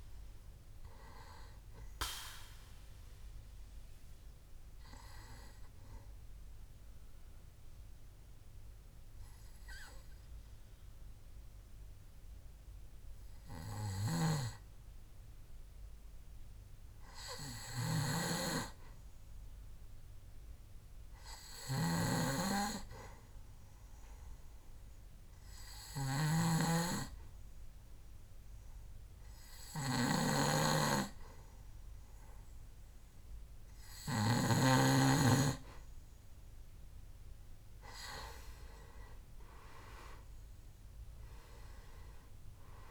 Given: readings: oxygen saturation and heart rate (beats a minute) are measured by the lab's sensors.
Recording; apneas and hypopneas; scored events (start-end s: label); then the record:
breathing in sleep by a room microphone; 1
0.00-17.00 s: oxygen desaturation (device-marked, oxygen 88% lowest, heart rate 64 extreme)
3.00-36.00 s: hypopnea (oxygen 98% before, 88% lowest, heart rate 71 before, 64 extreme, up 6 after)
31.00-42.91 s: oxygen desaturation (device-marked, oxygen 99% before, 93% lowest, heart rate 66 before, 64 extreme)
38.50-42.50 s: arousal
From the record:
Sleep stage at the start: N2 (light sleep); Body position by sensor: on the back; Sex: male